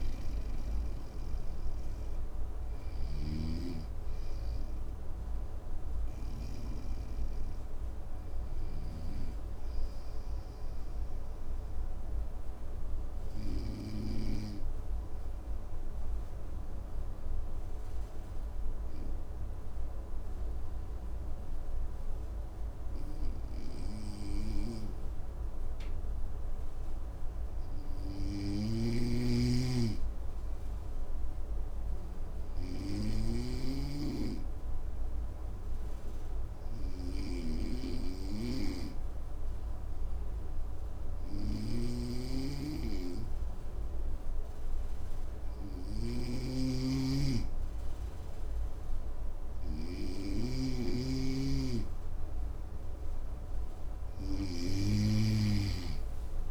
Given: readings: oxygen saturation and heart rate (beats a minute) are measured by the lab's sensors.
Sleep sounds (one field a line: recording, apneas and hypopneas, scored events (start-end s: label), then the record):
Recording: breathing in sleep by a room microphone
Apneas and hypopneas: 2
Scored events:
0.00-2.50 s: snoring (device-marked)
0.00-5.00 s: oxygen desaturation (device-marked, oxygen 91% lowest, heart rate 55 extreme)
8.00-24.50 s: obstructive apnea (oxygen 96% before, 93% lowest, heart rate 62 before, 54 extreme, up 1 after)
26.50-30.00 s: arousal
28.00-33.00 s: snoring (device-marked)
34.00-50.00 s: obstructive apnea (oxygen 100% before, 95% lowest, heart rate 55 before, 57 extreme, up 4 after)
37.00-50.00 s: oxygen desaturation (device-marked, oxygen 99% before, 95% lowest, heart rate 55 before, 57 extreme)
45.50-54.00 s: snoring (device-marked)
53.00-56.50 s: arousal
From the record:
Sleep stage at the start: N2 (light sleep)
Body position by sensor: on the front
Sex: male